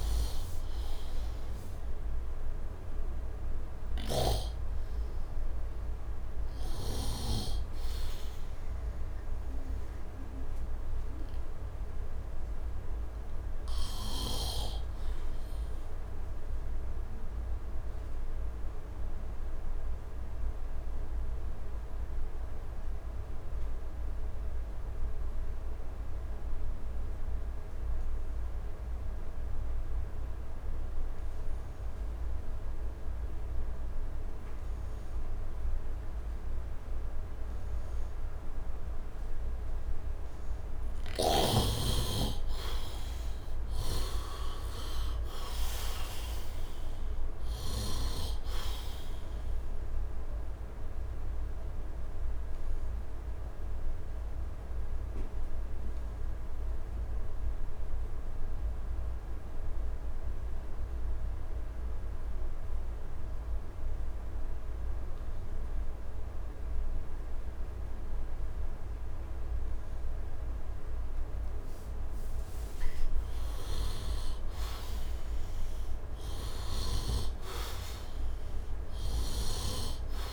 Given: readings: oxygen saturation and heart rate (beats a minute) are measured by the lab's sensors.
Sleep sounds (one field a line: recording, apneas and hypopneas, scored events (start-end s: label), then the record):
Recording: breathing in sleep by a room microphone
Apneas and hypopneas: 2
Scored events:
0.00-9.00 s: oxygen desaturation (device-marked, oxygen 78% lowest, heart rate 73 extreme)
10.50-40.50 s: obstructive apnea (oxygen 96% before, 78% lowest, heart rate 79 before, 70 extreme, up 10 after)
32.00-73.00 s: oxygen desaturation (device-marked, oxygen 98% before, 78% lowest, heart rate 76 before, 70 extreme)
42.50-46.50 s: arousal
43.50-48.00 s: snoring (device-marked)
51.00-72.00 s: obstructive apnea (oxygen 98% before, 75% lowest, heart rate 80 before, 70 extreme, up 10 after)
74.00-78.00 s: arousal
75.00-80.33 s: oxygen desaturation (device-marked, oxygen 99% before, 85% lowest, heart rate 75 before, 71 extreme)
From the record:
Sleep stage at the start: N2 (light sleep)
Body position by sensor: on the right side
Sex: male